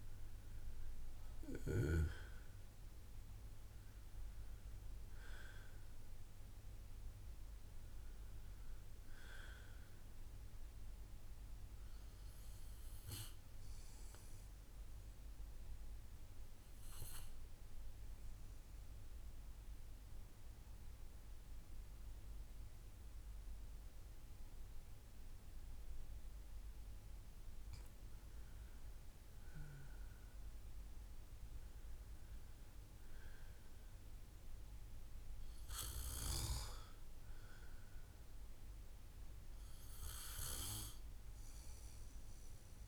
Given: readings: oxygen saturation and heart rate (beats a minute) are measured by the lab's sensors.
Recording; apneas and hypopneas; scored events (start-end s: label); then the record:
breathing in sleep by a room microphone; 1
0.00-19.00 s: oxygen desaturation (device-marked, oxygen 89% lowest, heart rate 54 extreme)
15.00-26.50 s: obstructive apnea (oxygen 93% before, 87% lowest, heart rate 60 before, 55 extreme, up 5 after)
28.50-33.00 s: arousal
From the record:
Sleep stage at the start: N2 (light sleep); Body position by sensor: on the back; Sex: male